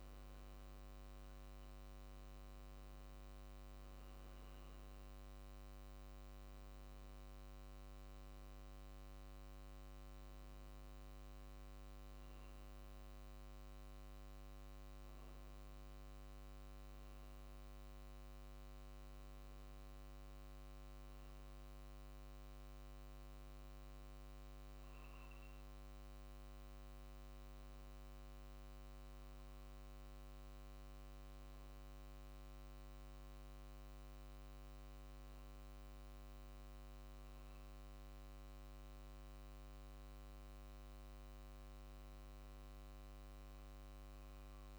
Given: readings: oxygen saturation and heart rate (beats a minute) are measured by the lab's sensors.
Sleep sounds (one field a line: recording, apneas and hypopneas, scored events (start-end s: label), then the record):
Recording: breathing in sleep, hard to hear, by a microphone on the trachea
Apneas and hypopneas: none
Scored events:
0.00-4.50 s: drop in pulse transit time (device-marked, heart rate 51 extreme)
18.00-22.50 s: arousal
22.50-42.50 s: oxygen desaturation (device-marked, oxygen 95% before, 89% lowest, heart rate 49 before, 47 extreme)
From the record:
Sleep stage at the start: N2 (light sleep)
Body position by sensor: on the back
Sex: male